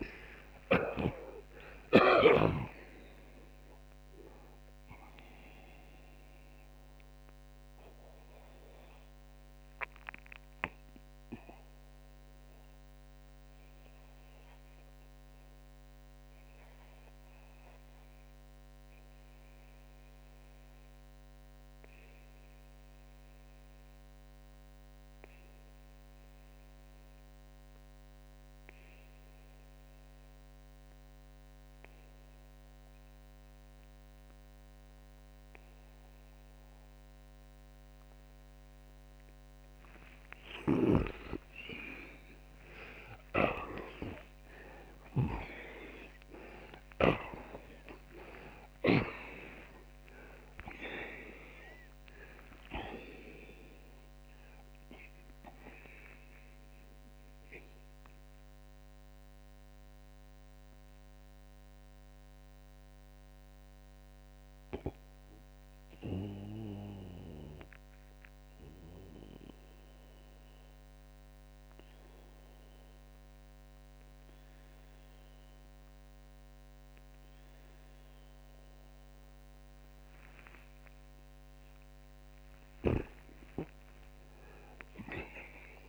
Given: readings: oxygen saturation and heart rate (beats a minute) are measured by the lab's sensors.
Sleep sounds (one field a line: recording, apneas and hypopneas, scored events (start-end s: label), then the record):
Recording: breathing in sleep by a microphone on the trachea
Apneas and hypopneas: 2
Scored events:
0.00-10.00 s: oxygen desaturation (device-marked, oxygen 85% lowest)
9.00-39.50 s: mixed apnea (oxygen 92% before, 75% lowest)
9.00-85.89 s: new sleep stage, REM sleep
23.00-40.00 s: oxygen desaturation (device-marked, oxygen 86% before, 75% lowest)
40.00-49.00 s: snoring (device-marked)
41.50-45.00 s: arousal
56.00-81.50 s: mixed apnea (oxygen 94% before, 77% lowest)
60.00-81.00 s: oxygen desaturation (device-marked, oxygen 93% before, 77% lowest)
82.50-85.89 s: snoring (device-marked)
83.00-85.89 s: arousal
From the record:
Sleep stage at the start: N2 (light sleep)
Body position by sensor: on the back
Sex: male